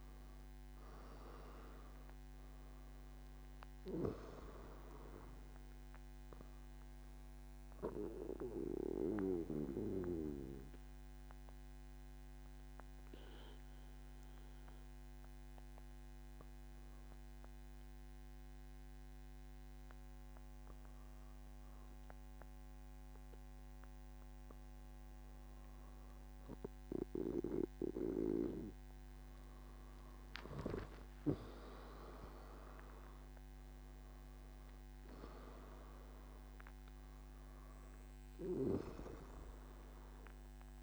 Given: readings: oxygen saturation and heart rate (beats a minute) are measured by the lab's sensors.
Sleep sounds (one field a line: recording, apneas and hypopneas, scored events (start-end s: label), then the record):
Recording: breathing in sleep by a microphone on the trachea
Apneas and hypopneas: 1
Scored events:
9.00-26.50 s: obstructive apnea (oxygen 97% before, 93% lowest, heart rate 106 before, 96 extreme, up 10 after)
From the record:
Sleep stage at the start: N3 (deep sleep)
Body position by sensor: on the back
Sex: male